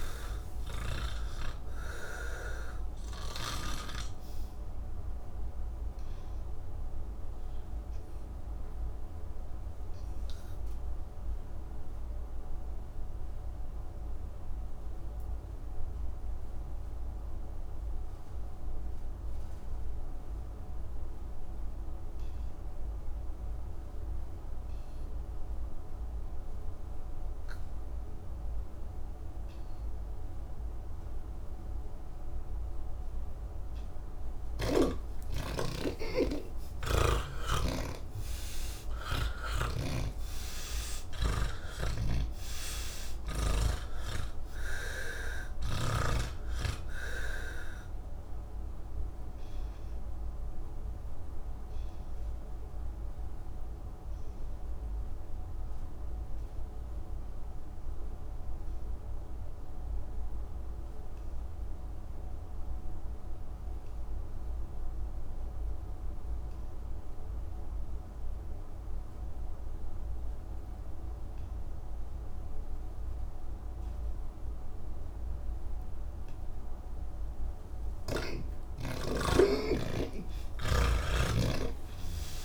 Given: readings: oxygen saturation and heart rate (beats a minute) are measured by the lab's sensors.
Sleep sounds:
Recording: breathing in sleep by a room microphone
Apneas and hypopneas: 2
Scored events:
0.00-18.00 s: oxygen desaturation (device-marked, oxygen 78% lowest, heart rate 26 extreme)
3.50-33.50 s: obstructive apnea (oxygen 99% before, 77% lowest, heart rate 94 before, 139 extreme, up 24 after)
20.00-65.00 s: oxygen desaturation (device-marked, oxygen 100% before, 77% lowest, heart rate 169 before, 168 extreme)
30.00-82.45 s: new sleep stage, N3 (deep sleep)
42.00-46.00 s: snoring (device-marked)
50.50-77.00 s: obstructive apnea (oxygen 99% before, 77% lowest, heart rate 193 before, 144 extreme)
79.00-82.45 s: oxygen desaturation (device-marked, oxygen 99% before, 84% lowest, heart rate 196 before, 135 extreme)
From the record:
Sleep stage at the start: N2 (light sleep)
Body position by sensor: on the back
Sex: male

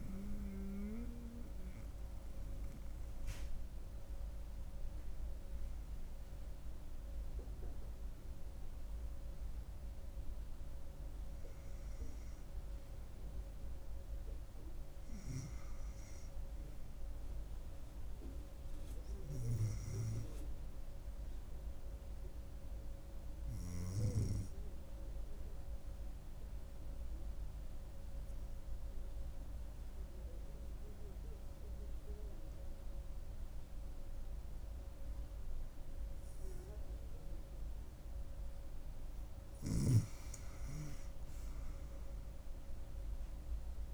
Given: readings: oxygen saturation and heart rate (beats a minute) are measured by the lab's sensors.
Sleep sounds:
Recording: breathing in sleep by a room microphone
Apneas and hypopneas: 1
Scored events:
0.00-18.00 s: oxygen desaturation (device-marked, oxygen 93% lowest, heart rate 69 extreme)
18.50-22.50 s: arousal
26.00-38.50 s: mixed apnea (oxygen 97% before, 92% lowest, heart rate 72 before, 69 extreme, up 4 after)
38.00-43.94 s: oxygen desaturation (device-marked, oxygen 97% before, 92% lowest, heart rate 70 before, 69 extreme)
41.00-43.94 s: arousal
From the record:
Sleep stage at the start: N2 (light sleep)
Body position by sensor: on the back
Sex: female

